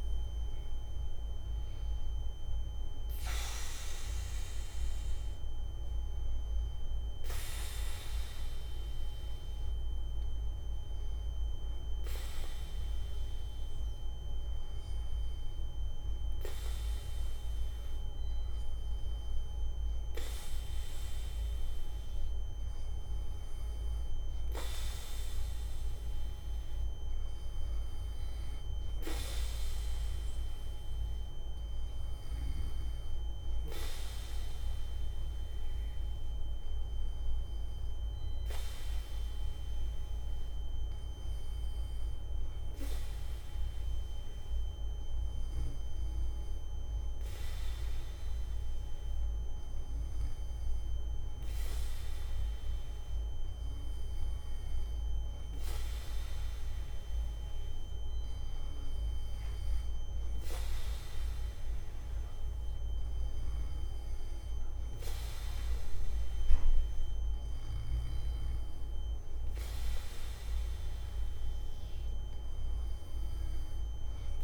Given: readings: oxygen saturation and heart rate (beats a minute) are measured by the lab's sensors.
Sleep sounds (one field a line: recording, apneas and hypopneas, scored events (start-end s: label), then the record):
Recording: breathing in sleep by a room microphone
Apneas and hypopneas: 1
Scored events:
1.50-17.50 s: hypopnea (oxygen 98% before, 93% lowest, heart rate 131 before, 93 extreme, up 29 after)
From the record:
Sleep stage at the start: N1 (lightest sleep)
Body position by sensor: on the back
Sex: male